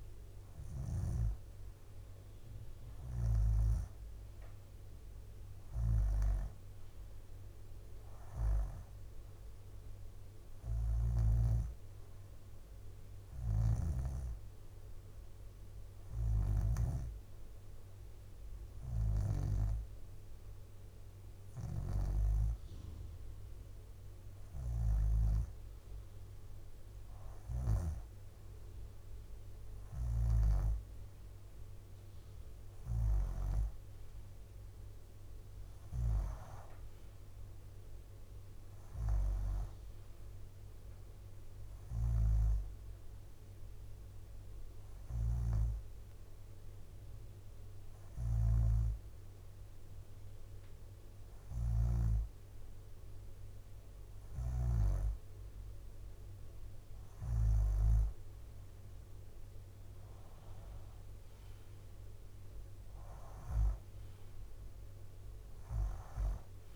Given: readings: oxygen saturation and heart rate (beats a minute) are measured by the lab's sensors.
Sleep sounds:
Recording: breathing in sleep by a room microphone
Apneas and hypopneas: none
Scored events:
13.00-15.50 s: leg movement (device-marked)
13.00-19.50 s: snoring (device-marked)
21.50-25.00 s: snoring (device-marked)
29.50-33.50 s: snoring (device-marked)
35.50-52.00 s: snoring (device-marked)
54.00-57.50 s: snoring (device-marked)
57.50-66.50 s: drop in pulse transit time (device-marked, heart rate 61 before, 59 extreme)
From the record:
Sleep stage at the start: N2 (light sleep)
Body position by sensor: upright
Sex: female

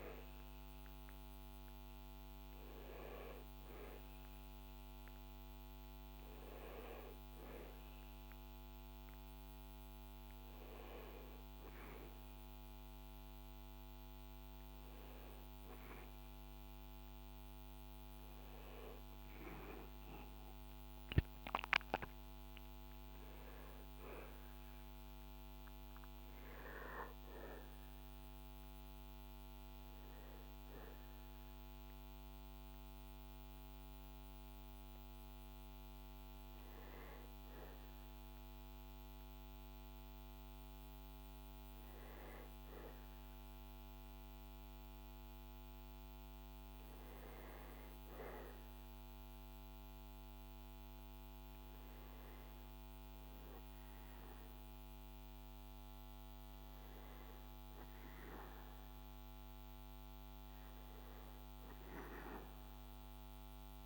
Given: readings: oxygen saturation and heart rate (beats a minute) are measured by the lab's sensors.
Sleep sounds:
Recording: a person partly awake in a sleep study, by a microphone on the trachea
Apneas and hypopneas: none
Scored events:
3.50-63.86 s: new sleep stage, N1 (lightest sleep)
From the record:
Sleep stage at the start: awake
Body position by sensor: on the back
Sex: male

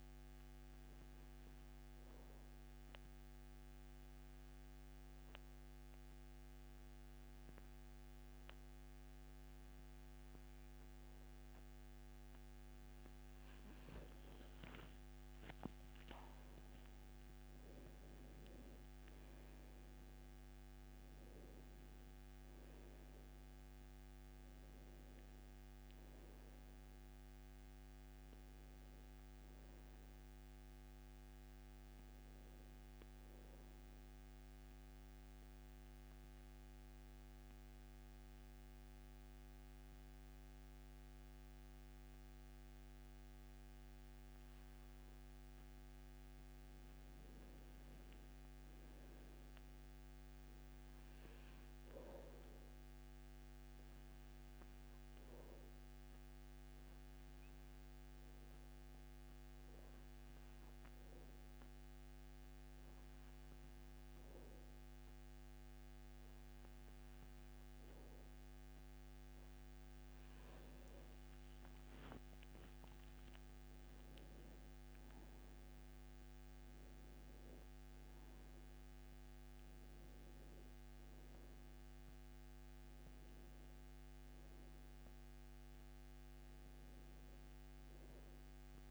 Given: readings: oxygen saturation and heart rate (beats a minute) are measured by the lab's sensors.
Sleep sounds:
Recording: breathing in sleep, hard to hear, by a microphone on the trachea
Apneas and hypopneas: 3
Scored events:
0.00-11.50 s: oxygen desaturation (device-marked, oxygen 92% lowest, heart rate 73 extreme)
1.50-12.50 s: obstructive apnea (oxygen 98% before, 90% lowest, heart rate 70 before, 73 extreme, up 7 after)
14.00-17.50 s: arousal
16.50-33.50 s: oxygen desaturation (device-marked, oxygen 97% before, 90% lowest, heart rate 73 before, 64 extreme)
34.00-44.50 s: obstructive apnea (oxygen 97% before, 90% lowest, heart rate 78 before, 64 extreme, up 9 after)
47.00-50.00 s: arousal
53.50-66.50 s: oxygen desaturation (device-marked, oxygen 98% before, 92% lowest, heart rate 70 before, 66 extreme)
53.50-68.00 s: obstructive apnea (oxygen 99% before, 86% lowest, heart rate 70 before, 66 extreme, up 11 after)
68.50-88.91 s: oxygen desaturation (device-marked, oxygen 97% before, 90% lowest, heart rate 71 before, 64 extreme)
72.50-76.00 s: arousal
From the record:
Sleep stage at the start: N2 (light sleep)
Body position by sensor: on the back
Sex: male

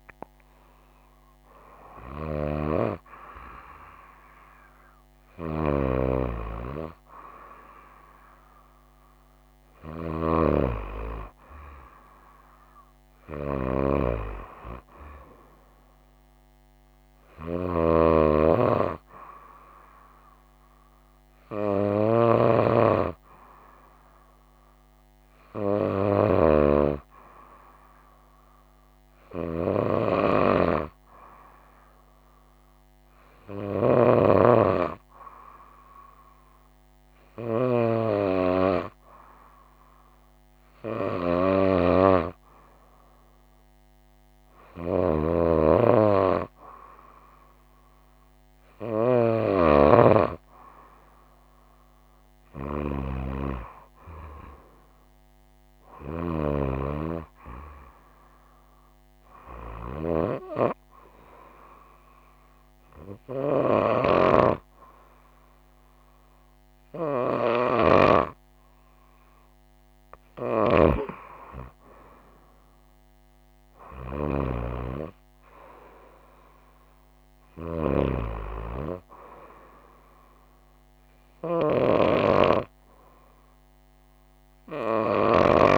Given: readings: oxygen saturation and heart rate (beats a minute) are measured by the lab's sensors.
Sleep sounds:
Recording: breathing in sleep by a microphone on the trachea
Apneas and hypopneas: none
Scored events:
none scored
From the record:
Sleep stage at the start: N2 (light sleep)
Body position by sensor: on the right side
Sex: female

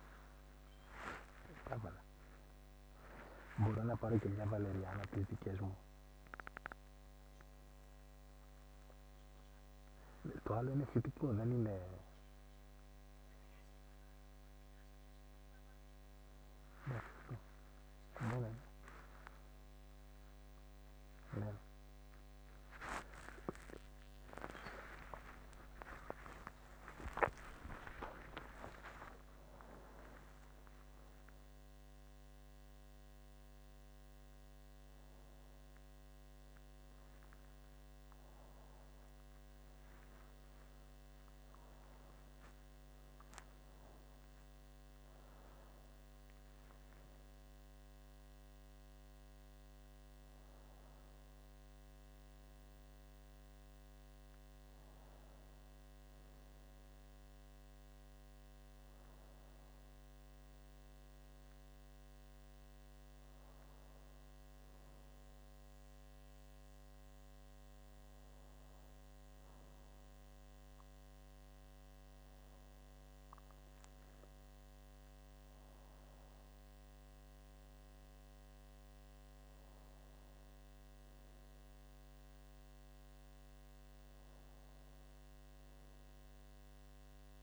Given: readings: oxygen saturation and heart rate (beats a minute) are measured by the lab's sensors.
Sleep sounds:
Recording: a person awake in a sleep study, by a microphone on the trachea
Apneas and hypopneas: none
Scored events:
45.00-87.42 s: new sleep stage, N2 (light sleep)
From the record:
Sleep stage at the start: awake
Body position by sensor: on the back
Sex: male

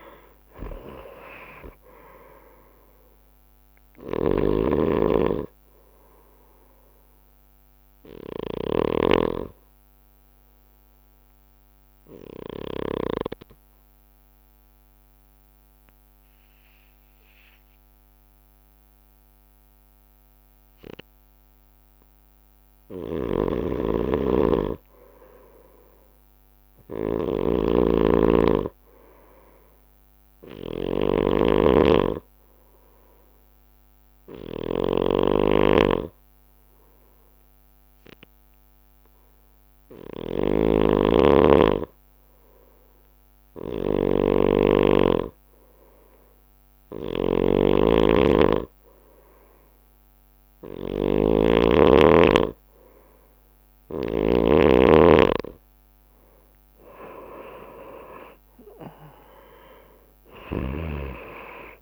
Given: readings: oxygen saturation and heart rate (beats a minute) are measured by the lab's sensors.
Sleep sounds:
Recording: breathing in sleep by a microphone on the trachea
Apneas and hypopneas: 2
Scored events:
0.00-23.00 s: oxygen desaturation (device-marked, oxygen 93% lowest)
4.50-13.50 s: snoring (device-marked)
9.50-23.00 s: obstructive apnea (oxygen 98% before, 93% lowest)
23.00-54.50 s: snoring (device-marked)
26.00-29.50 s: arousal
32.00-42.00 s: hypopnea (oxygen 99% before, 93% lowest)
57.00-61.50 s: arousal
58.00-61.82 s: oxygen desaturation (device-marked, oxygen 96% before, 93% lowest)
60.50-61.82 s: snoring (device-marked)
From the record:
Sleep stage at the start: N2 (light sleep)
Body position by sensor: on the right side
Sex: male

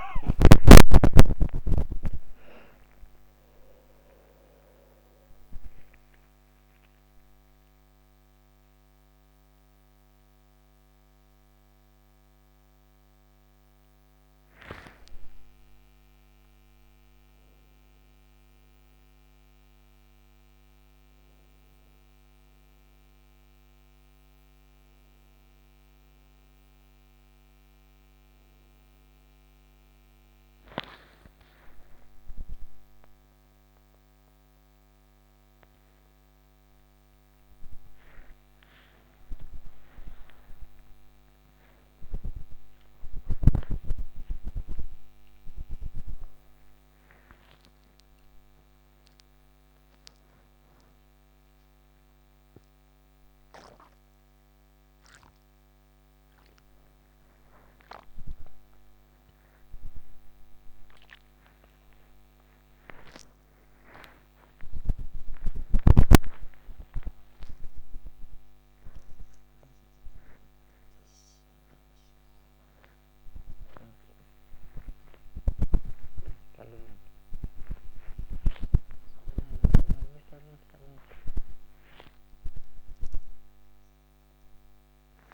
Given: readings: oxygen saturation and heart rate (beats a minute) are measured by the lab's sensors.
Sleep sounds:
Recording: a person awake in a sleep study, by a microphone on the trachea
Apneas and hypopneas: none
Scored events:
none scored
From the record:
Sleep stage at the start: awake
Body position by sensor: on the back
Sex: female

